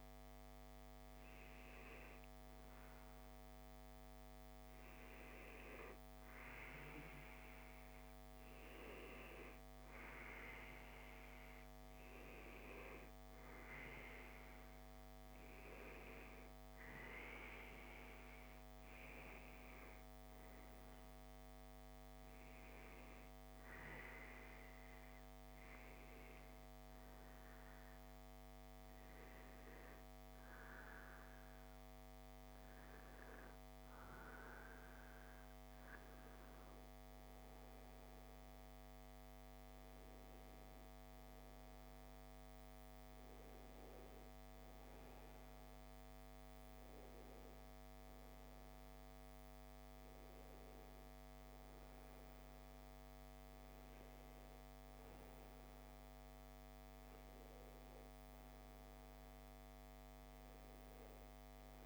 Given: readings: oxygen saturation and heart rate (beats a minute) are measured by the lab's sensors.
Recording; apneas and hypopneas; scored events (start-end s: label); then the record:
breathing in sleep, hard to hear, by a microphone on the trachea; none
0.00-30.50 s: oxygen desaturation (device-marked, oxygen 92% lowest)
4.50-61.86 s: new sleep stage, N2 (light sleep)
From the record:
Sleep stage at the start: N1 (lightest sleep); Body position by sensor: on the back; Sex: male